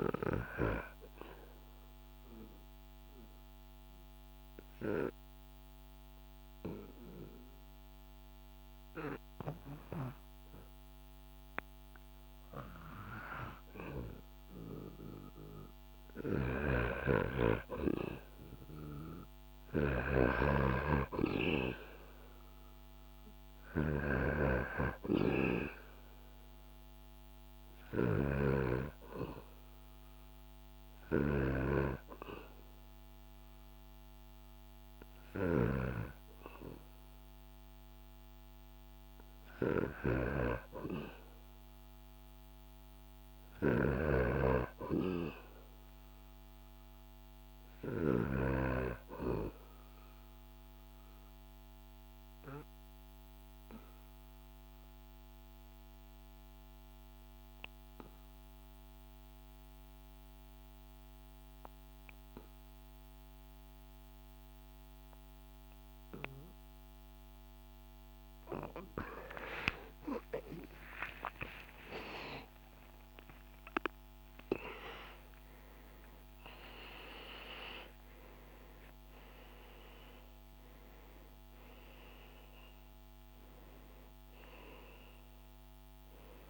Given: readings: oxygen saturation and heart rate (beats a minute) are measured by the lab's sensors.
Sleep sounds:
breathing in sleep by a microphone on the trachea; 2
1.00-12.50 s: obstructive apnea (oxygen 97% before, 92% lowest, heart rate 73 before, 69 extreme, up 0 after)
15.00-19.50 s: arousal
15.00-47.50 s: snoring (device-marked)
25.00-46.00 s: oxygen desaturation (device-marked, oxygen 96% before, 92% lowest, heart rate 73 before, 66 extreme)
42.50-46.50 s: arousal
49.50-67.50 s: obstructive apnea (oxygen 98% before, 91% lowest, heart rate 72 before, 66 extreme, up 19 after)
69.50-75.50 s: arousal
82.00-86.50 s: oxygen desaturation (device-marked, oxygen 97% before, 91% lowest, heart rate 77 before, 75 extreme)
From the record:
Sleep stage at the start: N2 (light sleep); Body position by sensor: on the back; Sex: male

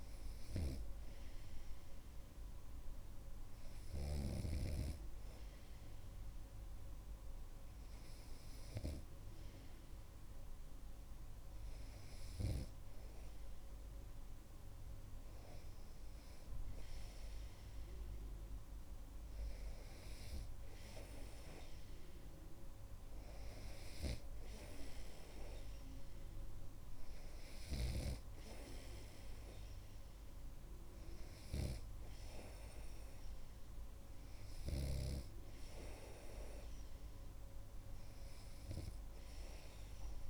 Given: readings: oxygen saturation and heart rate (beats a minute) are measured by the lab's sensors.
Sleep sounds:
breathing in sleep by a room microphone; none
none scored
From the record:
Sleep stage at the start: N2 (light sleep); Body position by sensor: on the right side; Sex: male

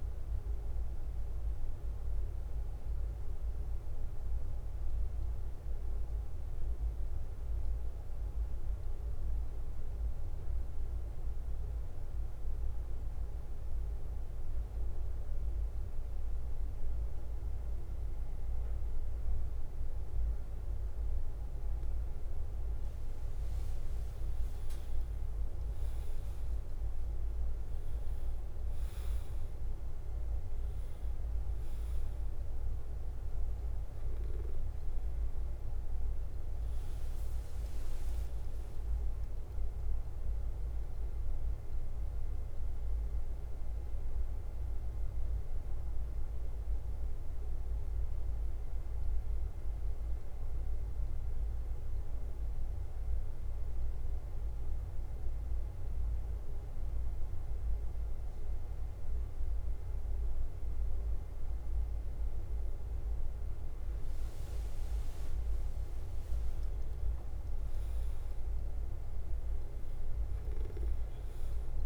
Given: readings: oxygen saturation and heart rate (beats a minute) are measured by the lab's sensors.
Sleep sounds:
breathing in sleep, hard to hear, by a room microphone; 2
0.00-71.86 s: bradycardia (device-marked, heart rate 46 extreme)
1.00-22.50 s: obstructive apnea (oxygen 98% before, 94% lowest, heart rate 54 before, 46 extreme, up 9 after)
26.00-31.00 s: arousal
43.50-63.00 s: obstructive apnea (oxygen 99% before, 95% lowest, heart rate 51 before, 50 extreme, up 4 after)
66.50-71.50 s: arousal
From the record:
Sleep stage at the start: N2 (light sleep); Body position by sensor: on the back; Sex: male

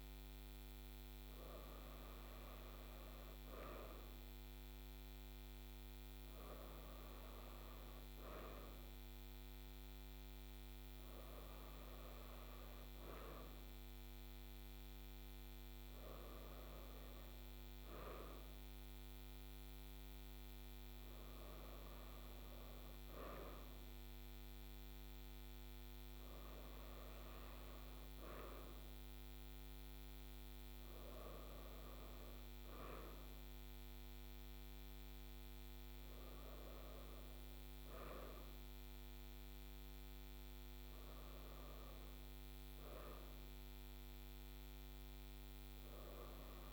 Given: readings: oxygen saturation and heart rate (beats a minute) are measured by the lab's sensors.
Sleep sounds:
breathing in sleep, hard to hear, by a microphone on the trachea; none
none scored
From the record:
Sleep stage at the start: N2 (light sleep); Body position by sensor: on the right side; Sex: female

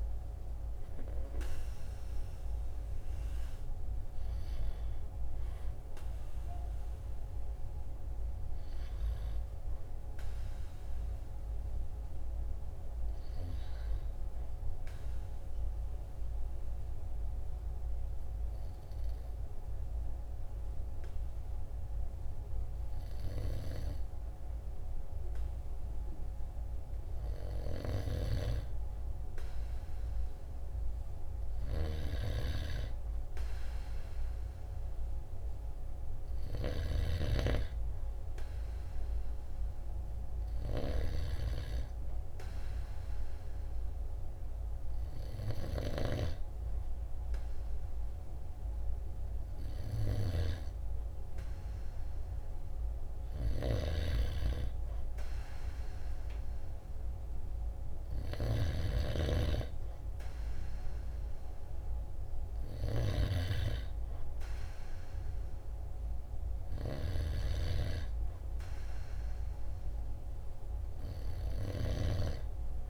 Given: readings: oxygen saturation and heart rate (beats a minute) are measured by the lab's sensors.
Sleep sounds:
breathing in sleep by a room microphone; 1
15.00-27.50 s: hypopnea (oxygen 96% before, 94% lowest, heart rate 50 before, 49 extreme, up 1 after)
29.00-32.50 s: arousal
From the record:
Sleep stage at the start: N2 (light sleep); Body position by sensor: on the right side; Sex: male

